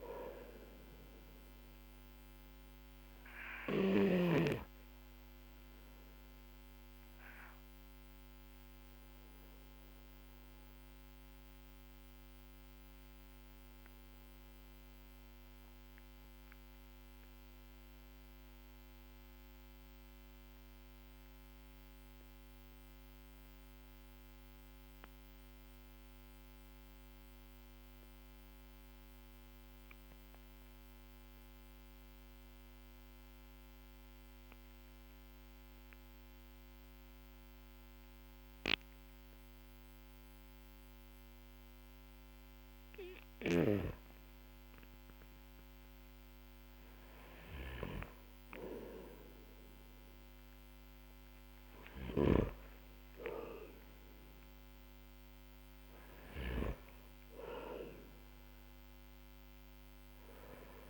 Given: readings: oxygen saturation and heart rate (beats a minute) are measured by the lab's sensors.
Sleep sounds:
breathing in sleep by a microphone on the trachea; 1
0.00-26.50 s: oxygen desaturation (device-marked, oxygen 91% lowest, heart rate 45 extreme)
9.50-43.00 s: hypopnea (oxygen 99% before, 91% lowest, heart rate 52 before, 42 extreme, up 13 after)
39.50-54.50 s: oxygen desaturation (device-marked, oxygen 99% before, 95% lowest, heart rate 51 before, 42 extreme)
45.50-51.00 s: arousal
From the record:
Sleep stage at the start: N2 (light sleep); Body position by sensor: on the back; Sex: male

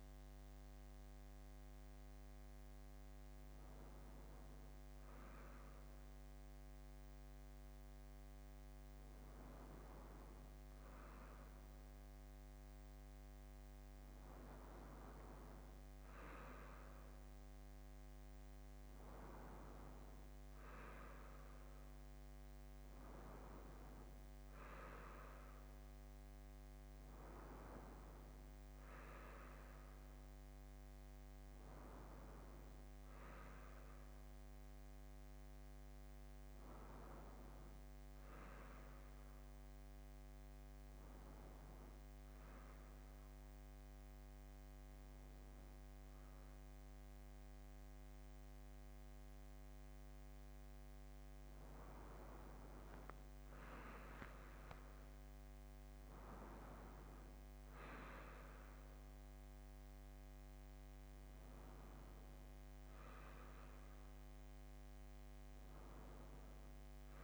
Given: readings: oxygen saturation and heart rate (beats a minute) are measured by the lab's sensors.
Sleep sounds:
breathing in sleep by a microphone on the trachea; none
none scored
From the record:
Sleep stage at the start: N2 (light sleep); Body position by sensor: on the left side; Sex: male

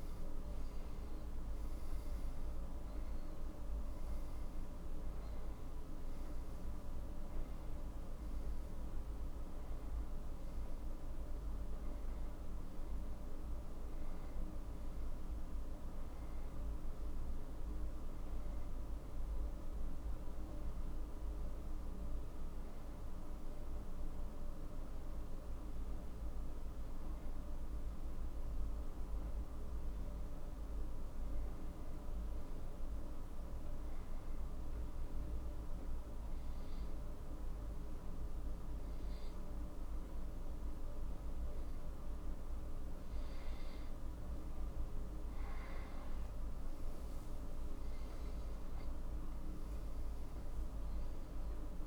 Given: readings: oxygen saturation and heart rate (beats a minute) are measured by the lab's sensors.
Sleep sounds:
breathing in sleep, hard to hear, by a room microphone; 1
2.50-16.50 s: oxygen desaturation (device-marked, oxygen 93% before, 87% lowest, heart rate 59 before, 57 extreme)
35.00-45.00 s: obstructive apnea (oxygen 95% before, 88% lowest, heart rate 59 before, 57 extreme, up 6 after)
42.50-51.87 s: oxygen desaturation (device-marked, oxygen 94% before, 88% lowest, heart rate 59 before, 57 extreme)
46.50-50.50 s: arousal
From the record:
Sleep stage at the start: N2 (light sleep); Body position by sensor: on the back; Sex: male

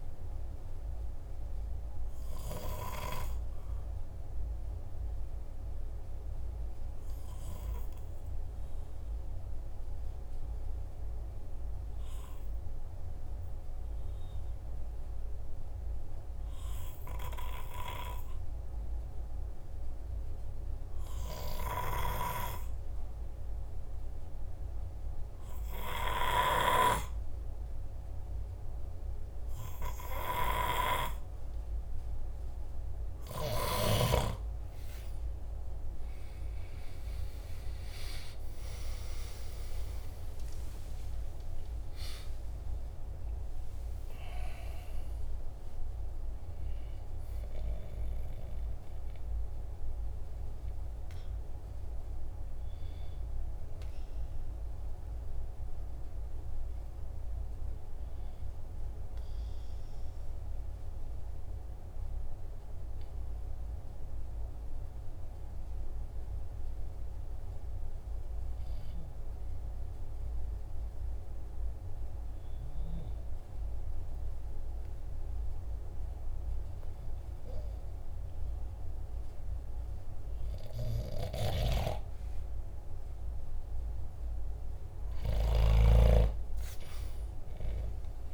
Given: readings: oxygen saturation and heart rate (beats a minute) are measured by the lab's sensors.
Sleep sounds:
breathing in sleep by a room microphone; 2
0.00-18.00 s: oxygen desaturation (device-marked, oxygen 93% lowest, heart rate 43 extreme)
0.50-30.00 s: obstructive apnea (oxygen 97% before, 93% lowest, heart rate 47 before, 43 extreme, up 2 after)
35.50-40.50 s: arousal
61.00-81.50 s: hypopnea (oxygen 97% before, 94% lowest, heart rate 48 before, 44 extreme, up 3 after)
85.50-88.33 s: arousal
From the record:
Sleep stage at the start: N2 (light sleep); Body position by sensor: on the back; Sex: male

